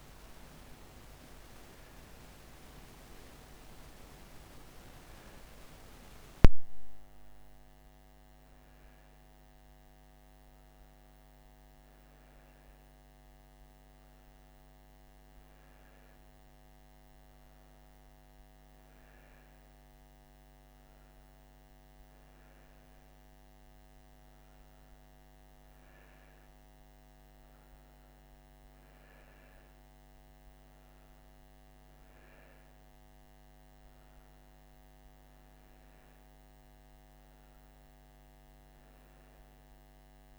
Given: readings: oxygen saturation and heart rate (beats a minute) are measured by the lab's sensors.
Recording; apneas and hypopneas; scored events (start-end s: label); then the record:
breathing in sleep by a microphone on the trachea; none
none scored
From the record:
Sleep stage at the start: N1 (lightest sleep); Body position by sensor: on the right side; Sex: female